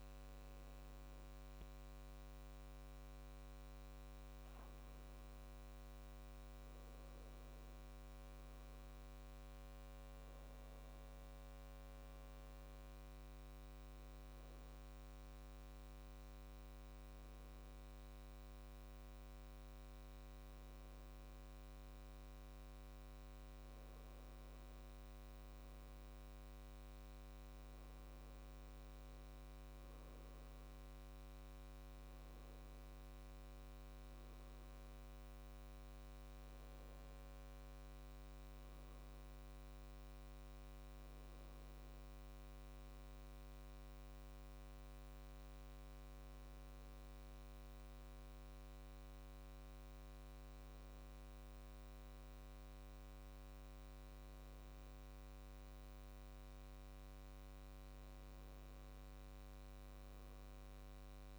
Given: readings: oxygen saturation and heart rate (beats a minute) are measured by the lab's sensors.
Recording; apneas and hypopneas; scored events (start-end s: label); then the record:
breathing in sleep, hard to hear, by a microphone on the trachea; none
0.00-2.00 s: arousal
2.00-17.00 s: oxygen desaturation (device-marked, oxygen 96% before, 92% lowest, heart rate 72 before, 71 extreme)
From the record:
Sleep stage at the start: N2 (light sleep); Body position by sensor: on the back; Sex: male